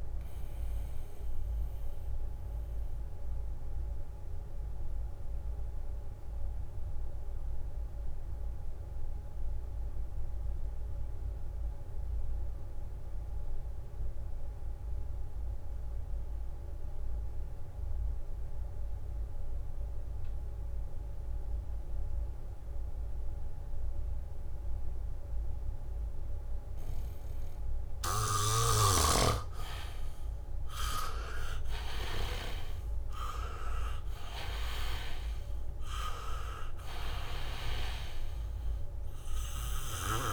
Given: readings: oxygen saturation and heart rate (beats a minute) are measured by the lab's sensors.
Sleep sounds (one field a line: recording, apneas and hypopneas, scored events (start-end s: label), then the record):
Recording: breathing in sleep by a room microphone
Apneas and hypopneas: 1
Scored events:
0.00-12.50 s: oxygen desaturation (device-marked, oxygen 78% lowest, heart rate 67 extreme)
1.00-29.50 s: obstructive apnea (oxygen 98% before, 78% lowest, heart rate 70 before, 67 extreme, up 3 after)
24.00-25.50 s: leg movement (device-marked)
24.50-40.33 s: oxygen desaturation (device-marked, oxygen 99% before, 79% lowest, heart rate 73 before, 63 extreme)
28.50-32.50 s: snoring (device-marked)
31.50-36.50 s: arousal
From the record:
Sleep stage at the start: N2 (light sleep)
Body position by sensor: on the back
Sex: male